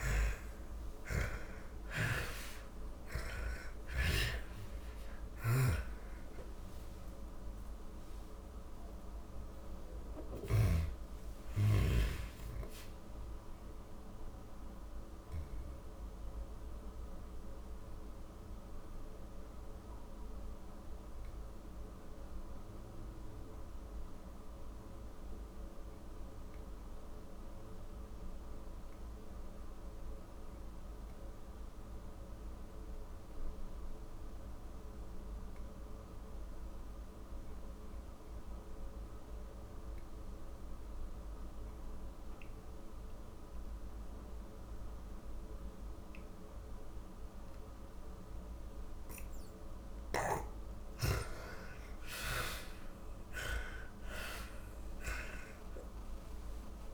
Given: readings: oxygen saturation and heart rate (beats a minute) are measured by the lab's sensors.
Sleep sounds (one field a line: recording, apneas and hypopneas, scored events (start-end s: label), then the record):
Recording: breathing in sleep by a room microphone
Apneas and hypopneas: 1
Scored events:
0.00-2.00 s: oxygen desaturation (device-marked, oxygen 86% lowest, heart rate 40 extreme)
0.00-2.50 s: snoring (device-marked)
0.00-4.00 s: arousal
7.00-25.00 s: oxygen desaturation (device-marked, oxygen 97% before, 78% lowest, heart rate 77 before, 40 extreme)
12.50-47.50 s: obstructive apnea (oxygen 97% before, 78% lowest)
39.00-56.94 s: oxygen desaturation (device-marked, oxygen 98% before, 78% lowest)
50.00-55.50 s: arousal
From the record:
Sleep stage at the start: N2 (light sleep)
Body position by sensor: on the back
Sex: female